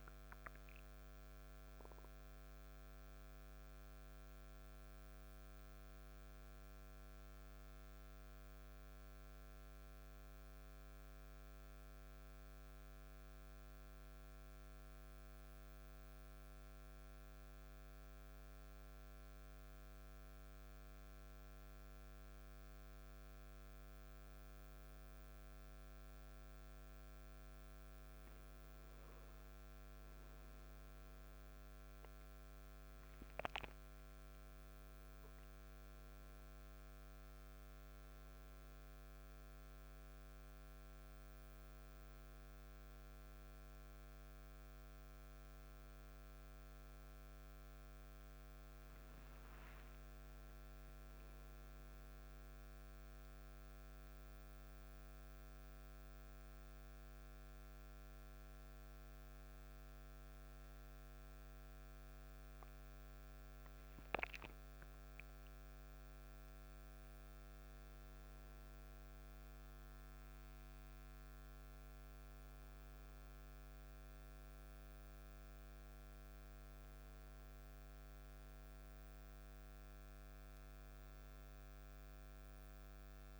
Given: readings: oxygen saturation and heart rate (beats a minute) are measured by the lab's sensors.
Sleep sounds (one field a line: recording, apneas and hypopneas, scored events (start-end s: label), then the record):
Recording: breathing in sleep, hard to hear, by a microphone on the trachea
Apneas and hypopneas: 1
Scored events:
52.00-56.00 s: arousal
57.00-68.00 s: hypopnea (oxygen 97% before, 96% lowest, heart rate 58 before, 55 extreme, up 5 after)
70.50-75.00 s: arousal
From the record:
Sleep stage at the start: N1 (lightest sleep)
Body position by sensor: on the back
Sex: male